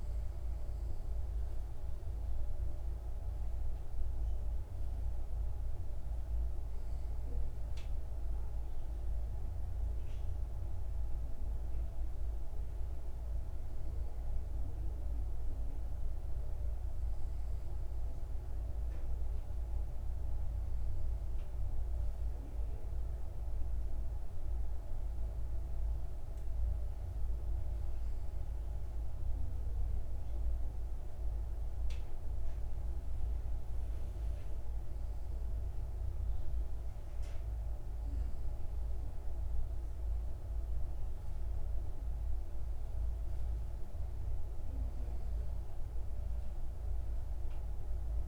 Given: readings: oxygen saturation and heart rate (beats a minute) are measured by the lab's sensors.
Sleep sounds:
breathing in sleep, hard to hear, by a room microphone; none
0.00-13.50 s: oxygen desaturation (device-marked, oxygen 92% lowest)
From the record:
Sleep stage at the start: N2 (light sleep); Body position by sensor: on the back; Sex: male

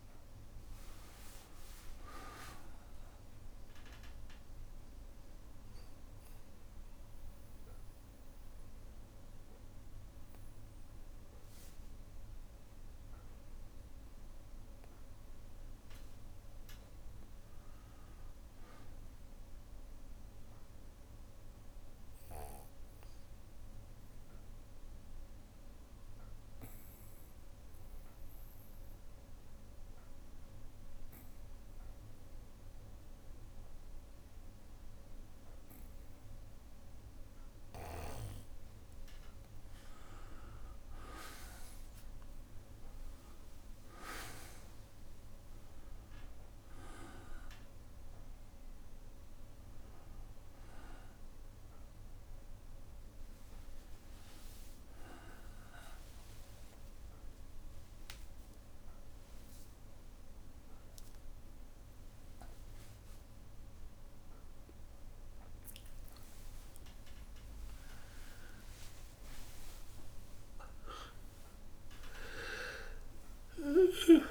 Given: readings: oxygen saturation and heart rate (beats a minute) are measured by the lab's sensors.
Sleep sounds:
breathing in sleep by a room microphone; 1
17.50-20.50 s: arousal
22.50-37.50 s: obstructive apnea (oxygen 98% before, 91% lowest, heart rate 62 before, 60 extreme, up 23 after)
39.50-42.50 s: arousal
41.00-43.00 s: long interval between heartbeats (device-marked, heart rate 61 before, 72 extreme)
41.50-61.50 s: oxygen desaturation (device-marked, oxygen 96% before, 91% lowest, heart rate 62 before, 63 extreme)
44.00-46.00 s: long interval between heartbeats (device-marked, heart rate 63 before, 83 extreme)
63.50-74.31 s: new sleep stage, N1 (lightest sleep)
70.00-72.00 s: long interval between heartbeats (device-marked, heart rate 65 before, 85 extreme)
73.00-74.31 s: arousal
From the record:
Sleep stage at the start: N2 (light sleep); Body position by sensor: on the back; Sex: male

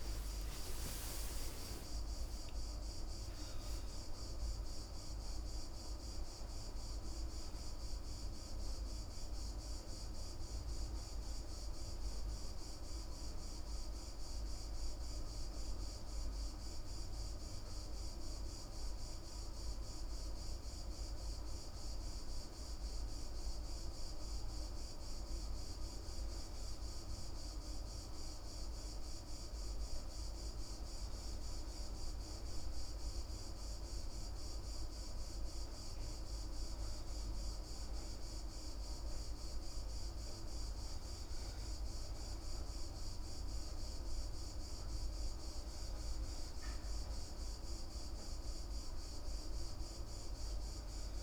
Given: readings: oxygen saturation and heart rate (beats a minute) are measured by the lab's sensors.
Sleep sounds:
breathing in sleep, hard to hear, by a room microphone; none
0.00-1.50 s: arousal
From the record:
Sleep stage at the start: N2 (light sleep); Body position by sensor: on the back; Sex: female

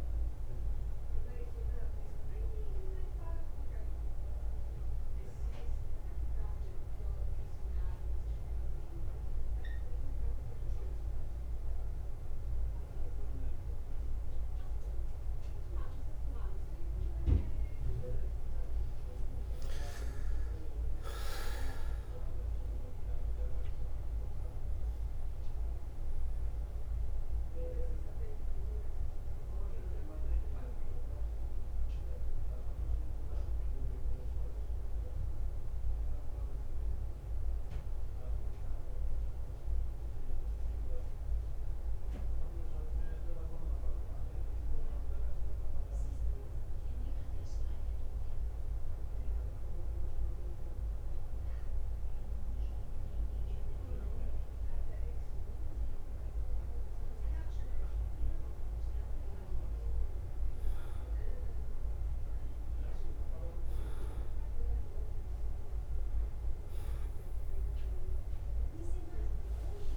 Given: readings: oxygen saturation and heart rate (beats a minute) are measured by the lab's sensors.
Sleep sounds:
breathing in sleep, hard to hear, by a room microphone; 2
0.00-17.00 s: oxygen desaturation (device-marked, oxygen 92% lowest, heart rate 46 extreme)
0.00-69.97 s: bradycardia (device-marked, heart rate 46 extreme)
1.50-17.00 s: obstructive apnea (oxygen 98% before, 91% lowest, heart rate 53 before, 51 extreme, up 4 after)
18.00-23.50 s: arousal
28.00-38.00 s: oxygen desaturation (device-marked, oxygen 98% before, 94% lowest, heart rate 52 before, 52 extreme)
39.00-57.00 s: mixed apnea (oxygen 98% before, 91% lowest, heart rate 54 before, 52 extreme, up 4 after)
60.00-64.00 s: arousal
66.00-69.97 s: oxygen desaturation (device-marked, oxygen 99% before, 91% lowest, heart rate 54 before, 54 extreme)
From the record:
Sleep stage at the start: N2 (light sleep); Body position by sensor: on the back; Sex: male

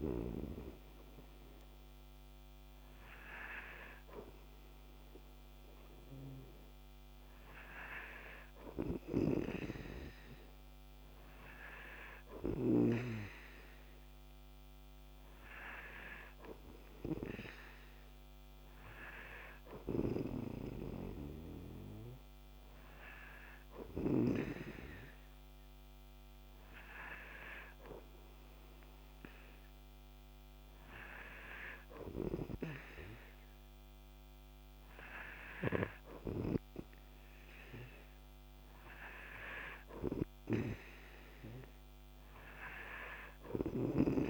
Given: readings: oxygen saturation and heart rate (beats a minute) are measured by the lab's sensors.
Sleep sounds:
breathing in sleep by a microphone on the trachea; none
9.50-13.50 s: snoring (device-marked)
From the record:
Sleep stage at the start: N3 (deep sleep); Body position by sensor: on the right side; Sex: male

